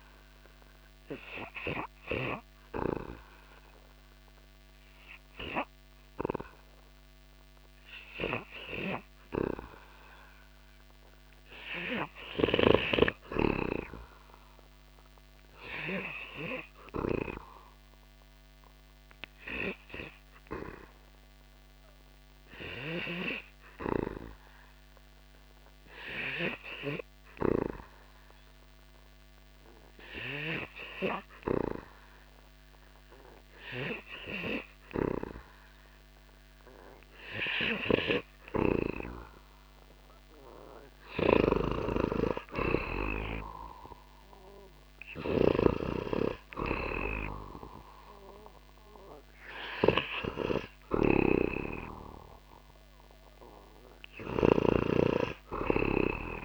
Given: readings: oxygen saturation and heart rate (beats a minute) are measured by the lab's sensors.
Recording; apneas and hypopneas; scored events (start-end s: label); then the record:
breathing in sleep by a microphone on the trachea; 1
12.00-31.00 s: oxygen desaturation (device-marked, oxygen 96% before, 90% lowest)
18.00-37.50 s: hypopnea (oxygen 96% before, 90% lowest)
40.50-45.00 s: arousal
40.50-54.00 s: snoring (device-marked)
42.00-56.45 s: new sleep stage, N2 (light sleep)
From the record:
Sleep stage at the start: REM sleep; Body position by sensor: on the back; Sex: male